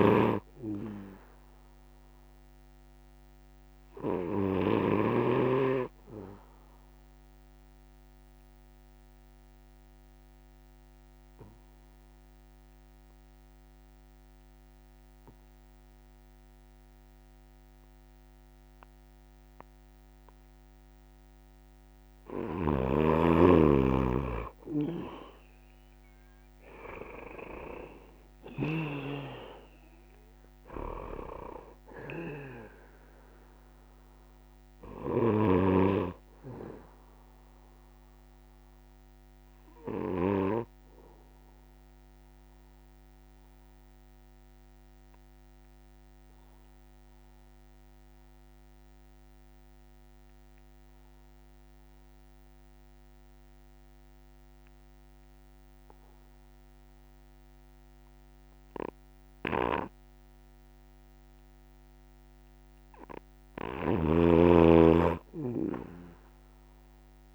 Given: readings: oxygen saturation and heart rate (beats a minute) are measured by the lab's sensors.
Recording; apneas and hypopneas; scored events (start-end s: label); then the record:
breathing in sleep by a microphone on the trachea; 2
0.00-4.50 s: snoring (device-marked)
6.00-21.00 s: obstructive apnea (oxygen 97% before, 82% lowest)
10.50-22.50 s: oxygen desaturation (device-marked, oxygen 92% before, 87% lowest)
22.00-28.50 s: snoring (device-marked)
30.50-35.00 s: snoring (device-marked)
31.50-41.50 s: oxygen desaturation (device-marked, oxygen 88% before, 83% lowest)
40.00-61.50 s: obstructive apnea (oxygen 90% before, 81% lowest)
47.50-59.50 s: oxygen desaturation (device-marked, oxygen 85% before, 82% lowest)
59.00-67.35 s: snoring (device-marked)
64.50-67.35 s: oxygen desaturation (device-marked, oxygen 99% before, 85% lowest)
From the record:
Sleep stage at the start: N1 (lightest sleep); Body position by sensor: on the back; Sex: male